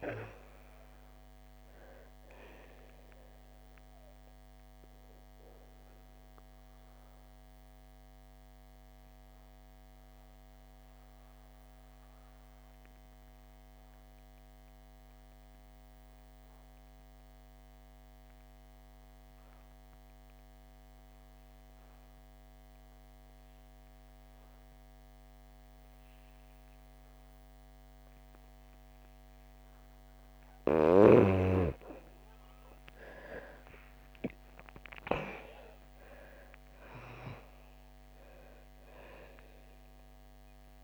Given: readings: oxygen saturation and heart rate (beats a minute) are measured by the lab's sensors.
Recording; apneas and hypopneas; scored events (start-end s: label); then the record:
breathing in sleep by a microphone on the trachea; 1
0.00-19.50 s: oxygen desaturation (device-marked, oxygen 83% lowest, heart rate 59 extreme)
6.50-29.50 s: obstructive apnea (oxygen 97% before, 81% lowest, heart rate 66 before, 59 extreme, up 4 after)
26.50-40.84 s: oxygen desaturation (device-marked, oxygen 98% before, 81% lowest, heart rate 61 before, 59 extreme)
32.00-36.00 s: arousal
From the record:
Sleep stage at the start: N2 (light sleep); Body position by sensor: on the back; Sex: female